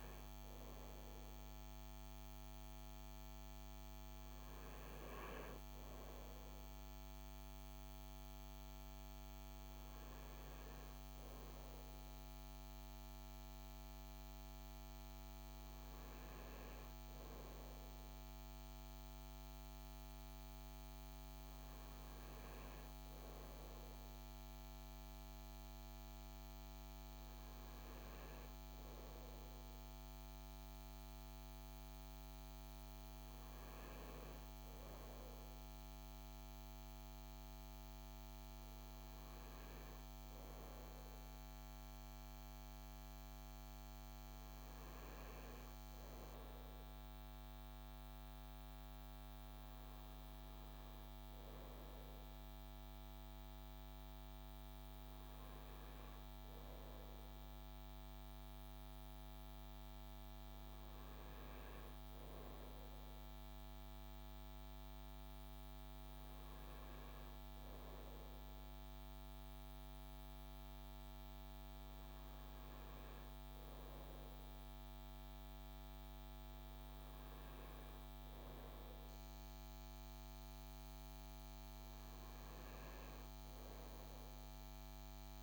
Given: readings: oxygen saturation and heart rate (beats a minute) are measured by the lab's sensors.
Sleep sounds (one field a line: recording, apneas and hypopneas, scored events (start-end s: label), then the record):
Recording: breathing in sleep, hard to hear, by a microphone on the trachea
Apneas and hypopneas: none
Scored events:
none scored
From the record:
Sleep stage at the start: N2 (light sleep)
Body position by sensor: on the front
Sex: male